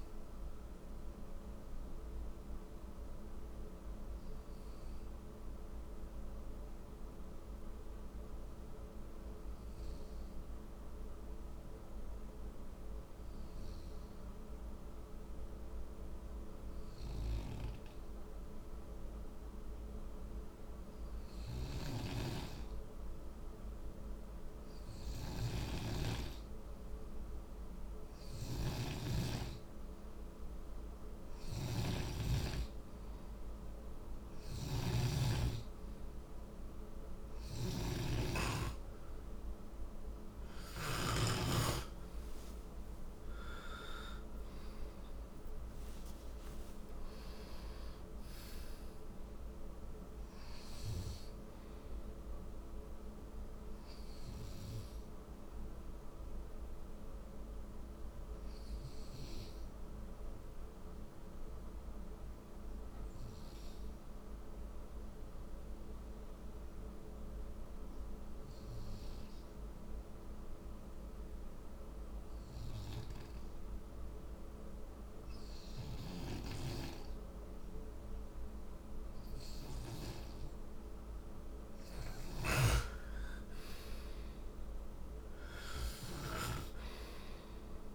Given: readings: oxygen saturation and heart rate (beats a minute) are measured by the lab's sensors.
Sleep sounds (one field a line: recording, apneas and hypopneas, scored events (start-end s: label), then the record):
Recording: breathing in sleep by a room microphone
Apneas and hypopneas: 2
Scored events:
0.00-14.50 s: oxygen desaturation (device-marked, oxygen 91% lowest, heart rate 53 extreme)
1.00-25.00 s: hypopnea (oxygen 98% before, 90% lowest, heart rate 68 before, 53 extreme, up 7 after)
21.50-40.50 s: snoring (device-marked)
26.00-31.00 s: arousal
26.50-43.50 s: oxygen desaturation (device-marked, oxygen 98% before, 91% lowest, heart rate 55 before, 51 extreme)
43.00-47.50 s: arousal
60.00-77.00 s: obstructive apnea (oxygen 94% before, 89% lowest, heart rate 63 before, 54 extreme, up 5 after)
81.50-87.95 s: oxygen desaturation (device-marked, oxygen 97% before, 90% lowest, heart rate 60 before, 54 extreme)
83.00-87.00 s: arousal
From the record:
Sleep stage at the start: N2 (light sleep)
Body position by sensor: on the right side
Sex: male